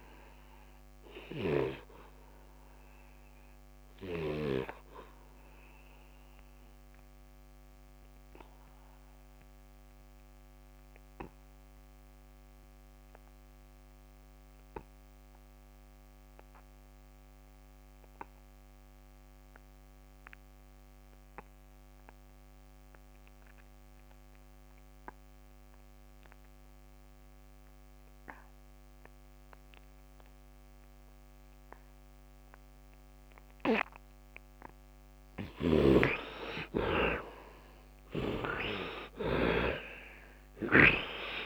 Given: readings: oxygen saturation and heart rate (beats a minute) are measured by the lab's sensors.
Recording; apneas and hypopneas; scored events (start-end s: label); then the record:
breathing in sleep by a microphone on the trachea; 1
0.00-14.50 s: oxygen desaturation (device-marked, oxygen 63% lowest, heart rate 74 extreme)
1.00-34.50 s: obstructive apnea (oxygen 95% before, 63% lowest, heart rate 86 before, 73 extreme, up 9 after)
20.50-41.46 s: oxygen desaturation (device-marked, oxygen 100% before, 63% lowest, heart rate 76 before, 73 extreme)
36.50-41.00 s: arousal
40.00-41.46 s: snoring (device-marked)
From the record:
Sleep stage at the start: N2 (light sleep); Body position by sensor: on the back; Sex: male